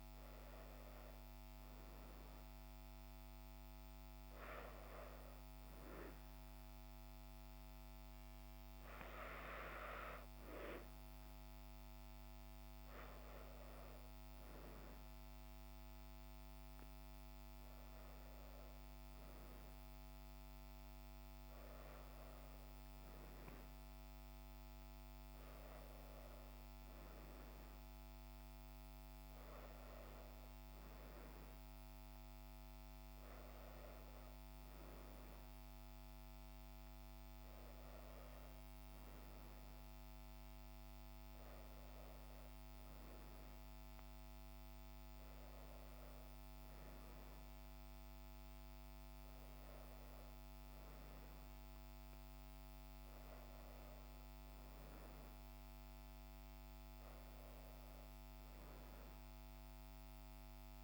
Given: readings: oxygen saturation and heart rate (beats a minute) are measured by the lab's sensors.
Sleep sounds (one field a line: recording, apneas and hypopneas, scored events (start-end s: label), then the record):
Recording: breathing in sleep, hard to hear, by a microphone on the trachea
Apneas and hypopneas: none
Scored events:
none scored
From the record:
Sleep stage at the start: N2 (light sleep)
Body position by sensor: on the back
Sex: female